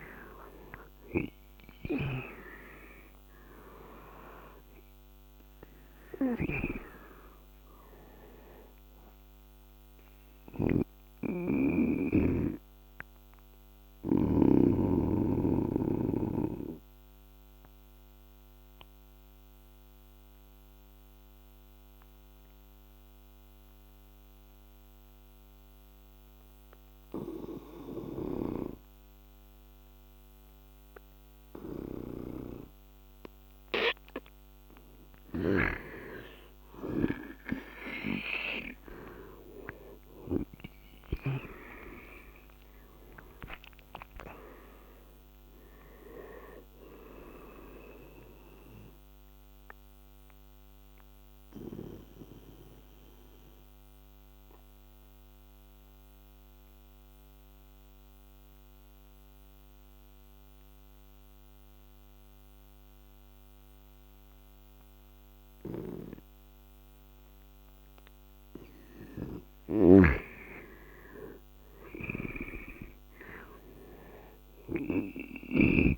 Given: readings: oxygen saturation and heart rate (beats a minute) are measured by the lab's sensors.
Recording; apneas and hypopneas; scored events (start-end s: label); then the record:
breathing in sleep by a microphone on the trachea; 2
0.00-14.00 s: snoring (device-marked)
3.50-23.50 s: oxygen desaturation (device-marked, oxygen 97% before, 86% lowest, heart rate 75 before, 72 extreme)
15.00-33.50 s: obstructive apnea (oxygen 97% before, 86% lowest, heart rate 83 before, 72 extreme, up 10 after)
28.00-41.00 s: snoring (device-marked)
34.50-62.50 s: oxygen desaturation (device-marked, oxygen 99% before, 87% lowest, heart rate 75 before, 71 extreme)
38.00-42.00 s: arousal
49.00-68.50 s: obstructive apnea (oxygen 99% before, 86% lowest, heart rate 80 before, 71 extreme, up 13 after)
69.50-75.98 s: oxygen desaturation (device-marked, oxygen 99% before, 86% lowest, heart rate 77 before, 74 extreme)
70.50-74.50 s: arousal
71.50-75.50 s: snoring (device-marked)
From the record:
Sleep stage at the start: N2 (light sleep); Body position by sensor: on the right side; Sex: male